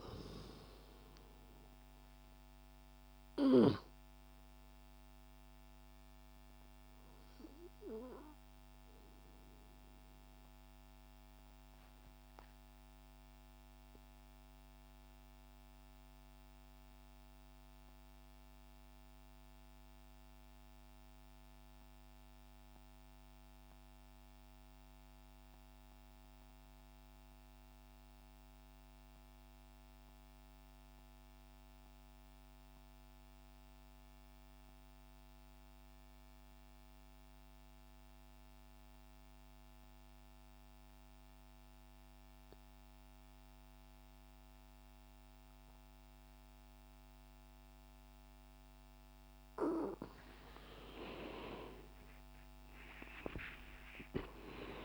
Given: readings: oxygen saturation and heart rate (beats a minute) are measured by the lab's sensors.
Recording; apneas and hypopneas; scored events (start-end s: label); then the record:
breathing in sleep by a microphone on the trachea; 1
0.00-20.00 s: oxygen desaturation (device-marked, oxygen 81% lowest, heart rate 61 extreme)
9.50-49.50 s: mixed apnea (oxygen 94% before, 81% lowest, heart rate 70 before, 56 extreme, up 33 after)
40.00-54.85 s: oxygen desaturation (device-marked, oxygen 98% before, 84% lowest, heart rate 65 before, 55 extreme)
52.50-54.85 s: arousal
From the record:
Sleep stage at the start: N2 (light sleep); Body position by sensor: on the back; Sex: male